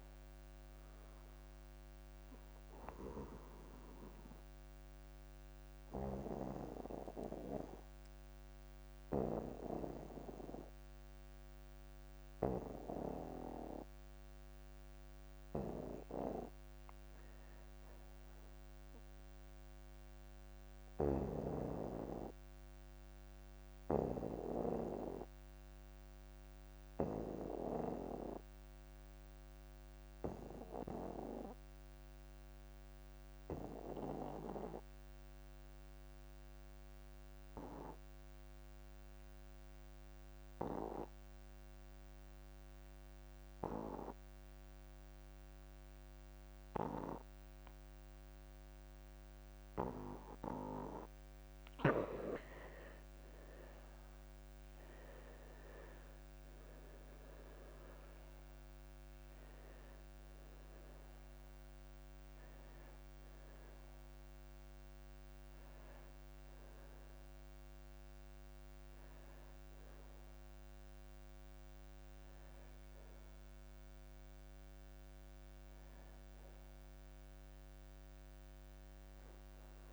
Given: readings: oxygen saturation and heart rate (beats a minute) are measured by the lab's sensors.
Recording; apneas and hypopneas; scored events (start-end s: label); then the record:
breathing in sleep by a microphone on the trachea; 2
0.00-12.50 s: oxygen desaturation (device-marked, oxygen 84% lowest)
2.50-15.00 s: obstructive apnea (oxygen 93% before, 76% lowest)
4.00-6.00 s: long interval between heartbeats (device-marked)
17.50-20.00 s: arousal
22.50-51.00 s: obstructive apnea (oxygen 98% before, 74% lowest)
26.50-79.93 s: oxygen desaturation (device-marked, oxygen 98% before, 74% lowest)
33.50-35.50 s: long interval between heartbeats (device-marked)
43.00-45.00 s: long interval between heartbeats (device-marked)
54.00-57.50 s: arousal
From the record:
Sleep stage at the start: N2 (light sleep); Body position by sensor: on the back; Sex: male